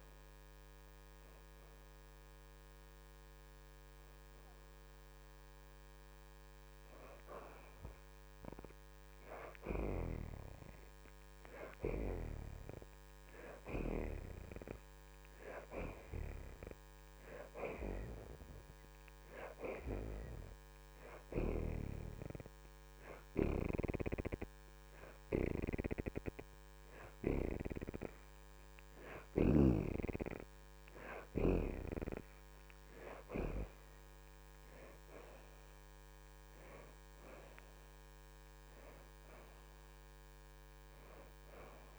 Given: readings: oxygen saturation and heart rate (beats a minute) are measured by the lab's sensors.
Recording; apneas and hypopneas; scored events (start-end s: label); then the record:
breathing in sleep by a microphone on the trachea; none
0.00-8.00 s: oxygen desaturation (device-marked, oxygen 63% lowest)
30.00-41.99 s: oxygen desaturation (device-marked, oxygen 82% before, 66% lowest)
From the record:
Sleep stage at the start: N2 (light sleep); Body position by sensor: on the back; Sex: female